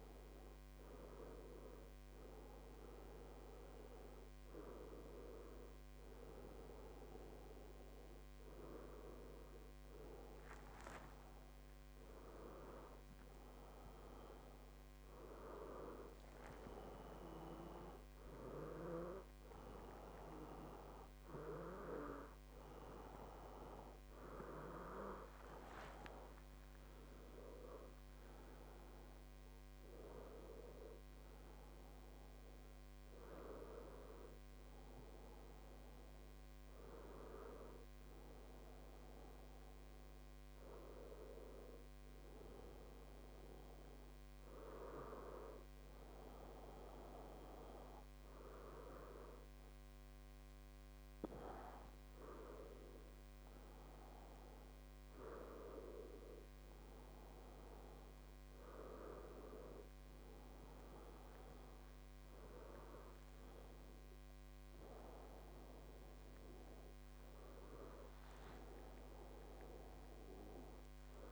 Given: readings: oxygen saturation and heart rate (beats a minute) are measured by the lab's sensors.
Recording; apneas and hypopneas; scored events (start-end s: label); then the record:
a person awake in a sleep study, by a microphone on the trachea; none
none scored
From the record:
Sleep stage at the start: awake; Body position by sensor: on the back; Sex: male